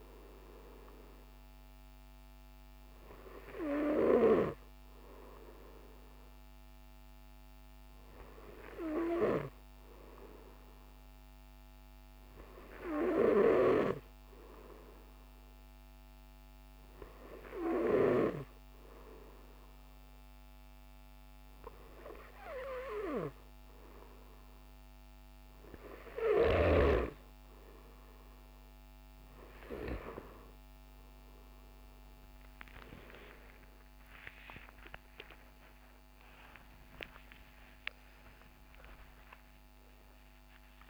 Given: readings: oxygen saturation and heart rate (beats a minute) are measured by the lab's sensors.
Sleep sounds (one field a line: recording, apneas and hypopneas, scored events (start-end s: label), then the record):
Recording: breathing in sleep by a microphone on the trachea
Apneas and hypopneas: none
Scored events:
33.00-40.50 s: arousal
From the record:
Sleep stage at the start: N2 (light sleep)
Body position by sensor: on the right side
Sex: male